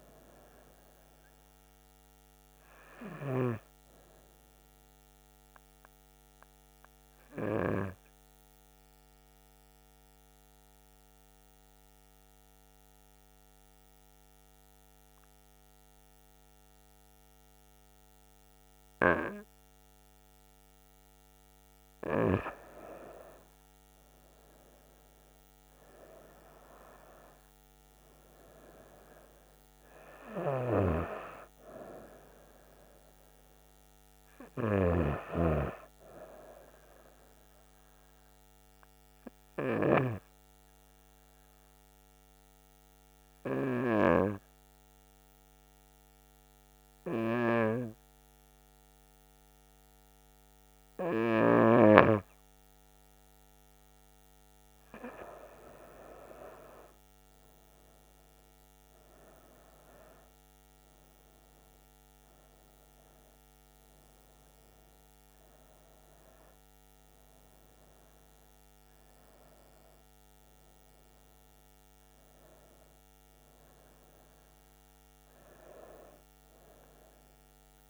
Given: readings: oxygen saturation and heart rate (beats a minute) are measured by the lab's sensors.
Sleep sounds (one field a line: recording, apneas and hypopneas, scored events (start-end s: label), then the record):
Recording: breathing in sleep by a microphone on the trachea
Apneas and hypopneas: 2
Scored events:
0.00-5.00 s: oxygen desaturation (device-marked, oxygen 94% lowest, heart rate 65 extreme)
8.00-19.00 s: central apnea (oxygen 97% before, 94% lowest, heart rate 75 before, 67 extreme, up 9 after)
21.50-25.00 s: arousal
25.00-39.00 s: oxygen desaturation (device-marked, oxygen 97% before, 94% lowest, heart rate 68 before, 66 extreme)
39.50-52.00 s: hypopnea (oxygen 97% before, 93% lowest, heart rate 73 before, 67 extreme, up 9 after)
56.50-61.00 s: arousal
From the record:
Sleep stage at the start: N2 (light sleep)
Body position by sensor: on the back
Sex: female